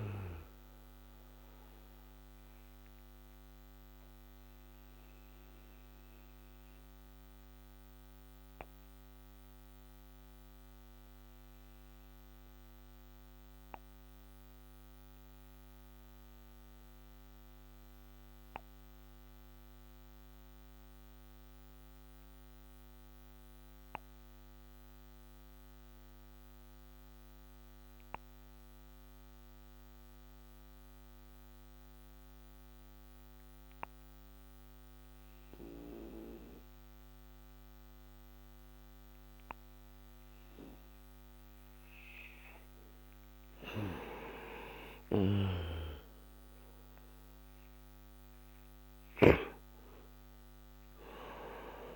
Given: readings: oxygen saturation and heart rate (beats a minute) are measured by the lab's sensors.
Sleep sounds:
breathing in sleep by a microphone on the trachea; 1
0.00-23.50 s: oxygen desaturation (device-marked, oxygen 86% lowest, heart rate 55 extreme)
5.00-41.50 s: obstructive apnea (oxygen 97% before, 86% lowest, heart rate 74 before, 55 extreme, up 20 after)
43.00-47.00 s: arousal
48.50-51.96 s: snoring (device-marked)
From the record:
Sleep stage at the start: N2 (light sleep); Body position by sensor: on the back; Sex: male

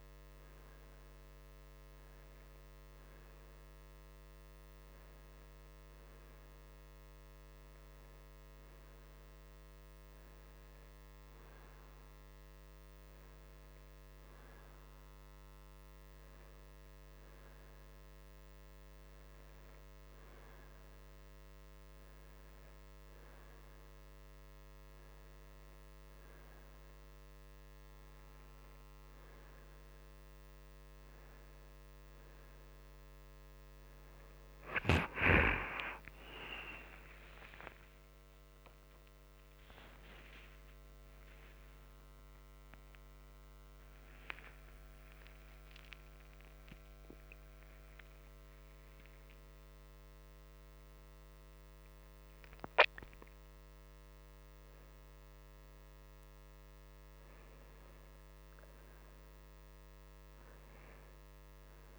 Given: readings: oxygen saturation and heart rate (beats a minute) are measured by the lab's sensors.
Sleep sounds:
a person partly awake in a sleep study, by a microphone on the trachea; none
28.00-58.00 s: new sleep stage, awake
58.00-61.99 s: new sleep stage, N2 (light sleep)
From the record:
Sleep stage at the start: N2 (light sleep); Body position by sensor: on the right side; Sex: male

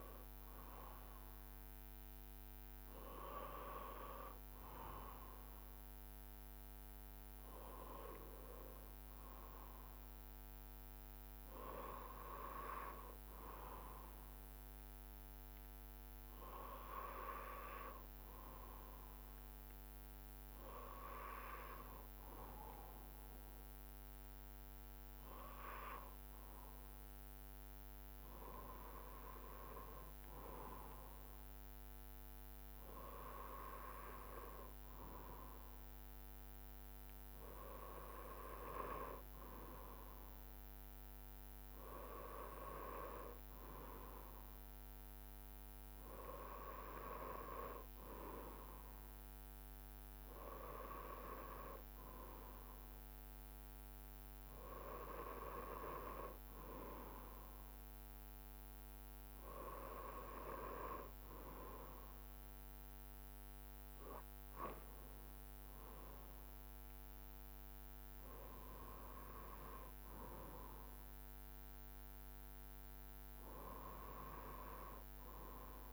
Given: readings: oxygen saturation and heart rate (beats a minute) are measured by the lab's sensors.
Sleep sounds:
breathing in sleep by a microphone on the trachea; none
none scored
From the record:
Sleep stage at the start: N2 (light sleep); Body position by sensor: on the right side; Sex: male

